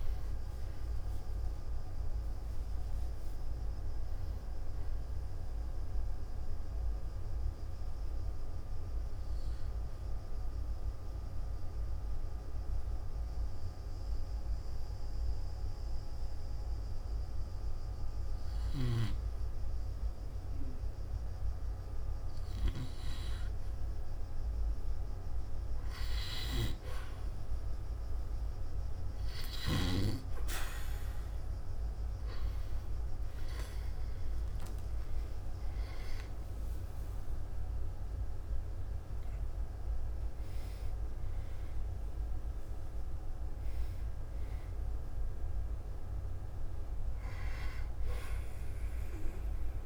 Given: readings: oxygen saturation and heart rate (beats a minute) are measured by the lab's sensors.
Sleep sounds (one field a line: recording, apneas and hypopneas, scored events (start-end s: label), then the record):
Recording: breathing in sleep by a room microphone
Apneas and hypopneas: 1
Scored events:
6.50-24.50 s: oxygen desaturation (device-marked, oxygen 96% before, 90% lowest, heart rate 65 before, 51 extreme)
9.00-22.50 s: hypopnea (oxygen 96% before, 90% lowest, heart rate 65 before, 51 extreme, up 0 after)
31.00-34.50 s: arousal
38.50-49.50 s: oxygen desaturation (device-marked, oxygen 99% before, 94% lowest, heart rate 53 before, 52 extreme)
42.50-49.86 s: new sleep stage, N2 (light sleep)
From the record:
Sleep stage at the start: N1 (lightest sleep)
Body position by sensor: on the back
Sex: male